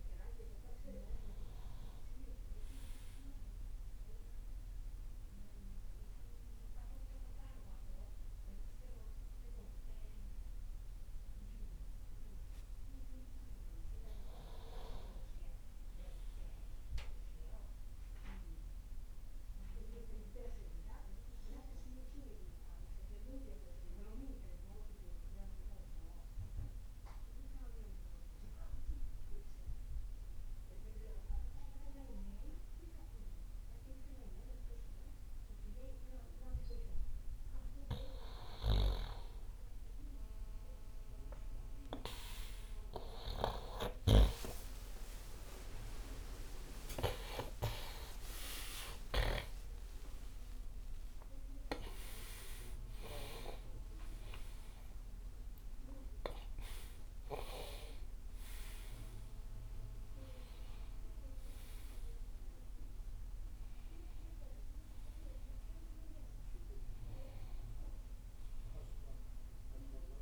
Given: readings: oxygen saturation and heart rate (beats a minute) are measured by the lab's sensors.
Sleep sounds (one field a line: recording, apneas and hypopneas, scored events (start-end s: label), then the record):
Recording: breathing in sleep by a room microphone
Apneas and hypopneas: 1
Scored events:
0.00-6.00 s: oxygen desaturation (device-marked, oxygen 90% lowest, heart rate 58 extreme)
18.50-38.00 s: mixed apnea (oxygen 99% before, 91% lowest, heart rate 75 before, 58 extreme, up 24 after)
41.00-67.00 s: oxygen desaturation (device-marked, oxygen 98% before, 91% lowest, heart rate 59 before, 58 extreme)
44.50-50.50 s: arousal
From the record:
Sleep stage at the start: N2 (light sleep)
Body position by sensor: on the right side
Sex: male